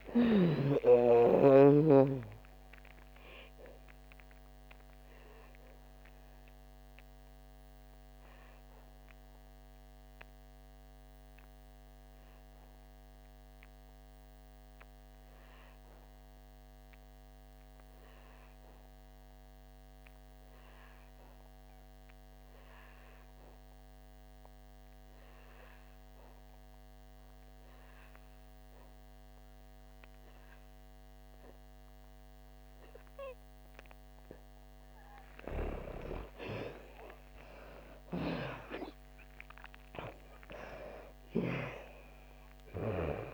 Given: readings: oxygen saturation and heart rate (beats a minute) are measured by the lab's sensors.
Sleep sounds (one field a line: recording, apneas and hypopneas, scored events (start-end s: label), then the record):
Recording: breathing in sleep by a microphone on the trachea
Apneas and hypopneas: 1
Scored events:
0.00-1.00 s: snoring (device-marked)
0.00-27.00 s: oxygen desaturation (device-marked, oxygen 88% lowest, heart rate 53 extreme)
2.50-34.00 s: obstructive apnea (oxygen 98% before, 85% lowest, heart rate 65 before, 53 extreme, up 15 after)
33.00-43.34 s: oxygen desaturation (device-marked, oxygen 98% before, 85% lowest, heart rate 58 before, 55 extreme)
35.50-41.00 s: arousal
From the record:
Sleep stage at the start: N2 (light sleep)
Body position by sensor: on the back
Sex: female